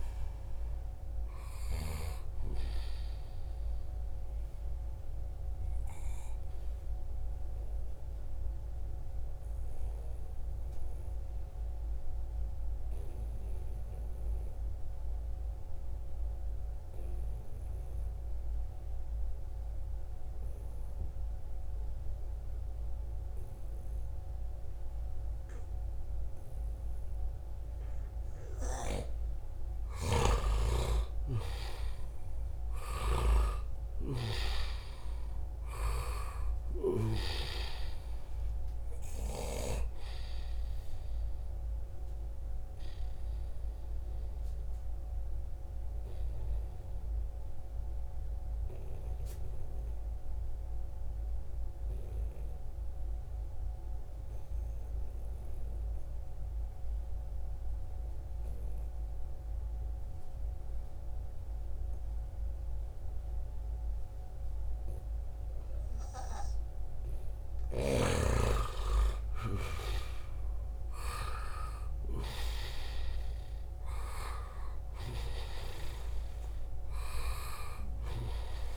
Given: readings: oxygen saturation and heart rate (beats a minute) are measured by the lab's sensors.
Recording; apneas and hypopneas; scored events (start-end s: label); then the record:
breathing in sleep by a room microphone; 2
0.00-15.00 s: oxygen desaturation (device-marked, oxygen 86% lowest, heart rate 68 extreme)
7.00-27.00 s: obstructive apnea (oxygen 94% before, 88% lowest, heart rate 81 before, 68 extreme, up 3 after)
29.00-33.00 s: arousal
29.00-39.00 s: snoring (device-marked)
29.00-53.00 s: oxygen desaturation (device-marked, oxygen 96% before, 91% lowest, heart rate 71 before, 67 extreme)
40.50-65.00 s: obstructive apnea (oxygen 96% before, 88% lowest, heart rate 70 before, 67 extreme, up 4 after)
67.00-74.00 s: arousal
From the record:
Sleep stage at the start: N2 (light sleep); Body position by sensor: on the right side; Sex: male